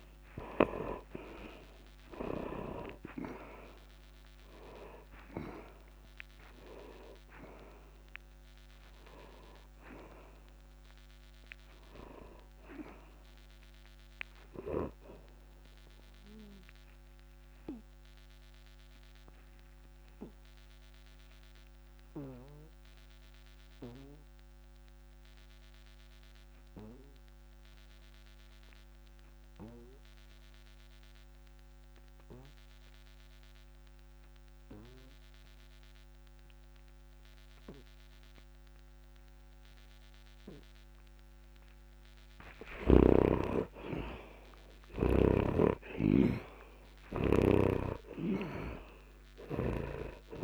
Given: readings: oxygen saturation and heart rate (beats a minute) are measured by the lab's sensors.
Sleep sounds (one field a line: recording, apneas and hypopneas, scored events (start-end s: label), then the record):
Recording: breathing in sleep by a microphone on the trachea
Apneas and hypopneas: 1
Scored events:
0.00-2.00 s: arousal
0.00-33.50 s: oxygen desaturation (device-marked, oxygen 71% lowest, heart rate 50 extreme)
16.50-41.50 s: obstructive apnea (oxygen 94% before, 71% lowest, heart rate 62 before, 52 extreme, up 1 after)
42.50-50.43 s: oxygen desaturation (device-marked, oxygen 99% before, 72% lowest, heart rate 63 before, 52 extreme)
43.00-47.50 s: arousal
47.50-50.43 s: snoring (device-marked)
From the record:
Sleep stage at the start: N2 (light sleep)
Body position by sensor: on the back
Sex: male